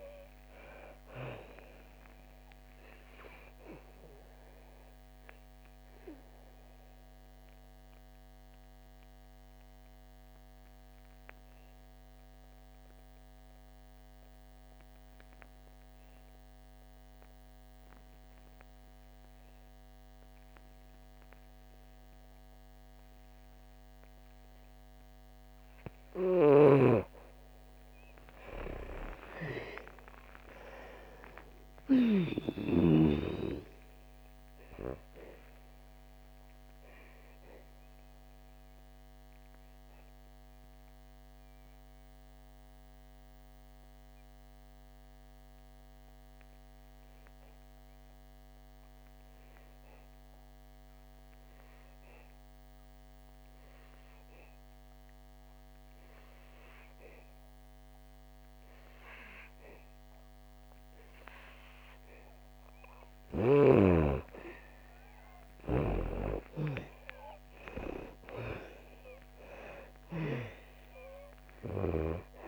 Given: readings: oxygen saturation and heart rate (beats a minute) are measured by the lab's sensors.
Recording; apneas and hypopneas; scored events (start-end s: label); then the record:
breathing in sleep by a microphone on the trachea; 2
0.00-23.00 s: oxygen desaturation (device-marked, oxygen 81% lowest, heart rate 55 extreme)
4.50-25.50 s: obstructive apnea (oxygen 99% before, 81% lowest, heart rate 78 before, 55 extreme, up 35 after)
26.50-33.00 s: snoring (device-marked)
28.00-59.00 s: oxygen desaturation (device-marked, oxygen 99% before, 85% lowest, heart rate 60 before, 56 extreme)
28.50-32.00 s: arousal
36.50-62.00 s: obstructive apnea (oxygen 99% before, 82% lowest, heart rate 68 before, 56 extreme, up 5 after)
61.00-72.48 s: oxygen desaturation (device-marked, oxygen 99% before, 84% lowest, heart rate 61 before, 57 extreme)
66.50-69.50 s: arousal
From the record:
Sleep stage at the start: N2 (light sleep); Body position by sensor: on the back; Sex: female